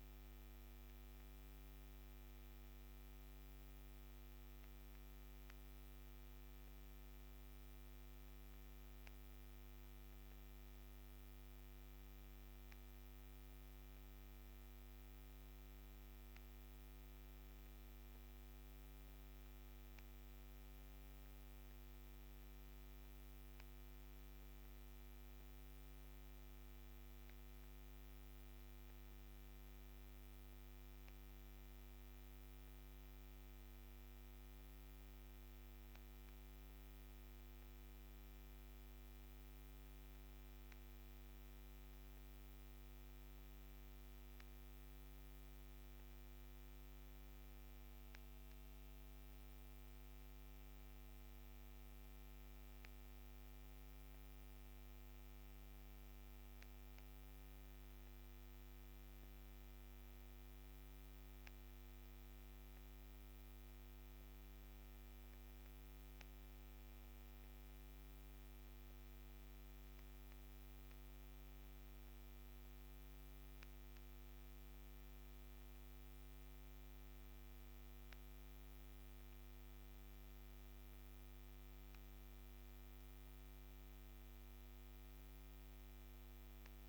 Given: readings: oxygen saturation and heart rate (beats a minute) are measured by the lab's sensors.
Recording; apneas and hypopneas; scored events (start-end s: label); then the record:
a person partly awake in a sleep study, hard to hear, by a microphone on the trachea; none
24.50-86.89 s: new sleep stage, N2 (light sleep)
From the record:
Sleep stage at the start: awake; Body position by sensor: on the back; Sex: female